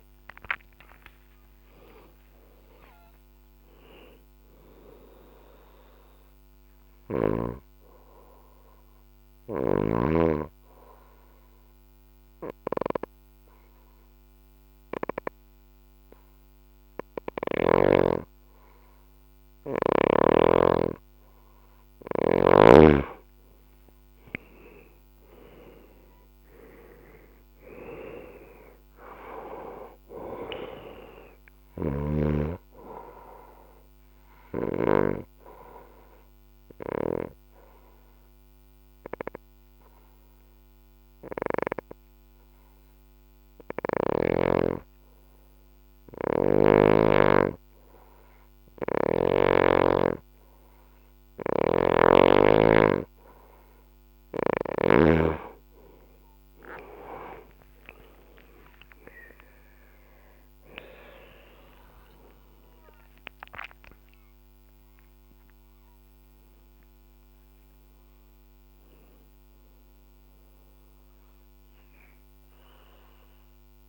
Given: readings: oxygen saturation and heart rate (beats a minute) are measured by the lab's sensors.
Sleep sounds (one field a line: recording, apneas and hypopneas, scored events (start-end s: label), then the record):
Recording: breathing in sleep by a microphone on the trachea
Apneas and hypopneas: 2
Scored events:
0.00-9.00 s: oxygen desaturation (device-marked, oxygen 91% lowest, heart rate 59 extreme)
4.50-21.00 s: obstructive apnea (oxygen 98% before, 90% lowest, heart rate 75 before, 57 extreme, up 13 after)
10.00-14.00 s: bradycardia (device-marked, heart rate 68 before, 59 extreme)
21.00-40.00 s: oxygen desaturation (device-marked, oxygen 98% before, 90% lowest, heart rate 73 before, 57 extreme)
23.50-28.50 s: arousal
32.50-52.50 s: obstructive apnea (oxygen 98% before, 90% lowest, heart rate 65 before, 57 extreme, up 23 after)
36.00-42.00 s: bradycardia (device-marked, heart rate 68 before, 57 extreme)
51.00-54.50 s: snoring (device-marked)
52.00-73.89 s: oxygen desaturation (device-marked, oxygen 97% before, 91% lowest, heart rate 62 before, 59 extreme)
58.00-64.00 s: arousal
69.00-73.89 s: new sleep stage, N1 (lightest sleep)
72.00-73.89 s: bradycardia (device-marked, heart rate 67 before, 59 extreme)
From the record:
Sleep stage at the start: N2 (light sleep)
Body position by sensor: on the left side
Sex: female